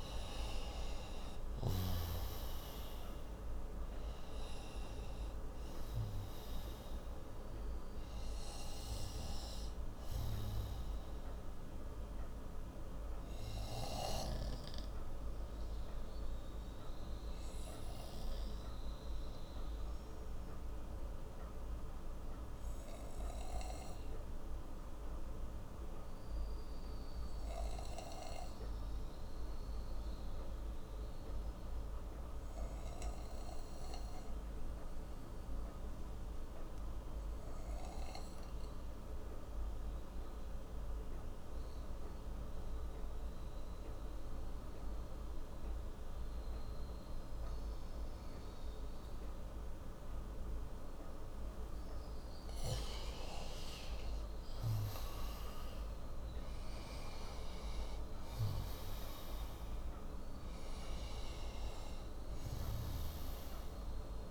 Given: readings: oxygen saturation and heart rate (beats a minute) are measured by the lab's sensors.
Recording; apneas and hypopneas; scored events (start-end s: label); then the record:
breathing in sleep, hard to hear, by a room microphone; 1
0.00-26.50 s: oxygen desaturation (device-marked, oxygen 87% lowest)
20.50-51.50 s: obstructive apnea (oxygen 95% before, 87% lowest)
45.50-64.31 s: oxygen desaturation (device-marked, oxygen 97% before, 89% lowest)
53.00-56.50 s: arousal
From the record:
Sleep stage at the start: N2 (light sleep); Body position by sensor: on the right side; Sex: male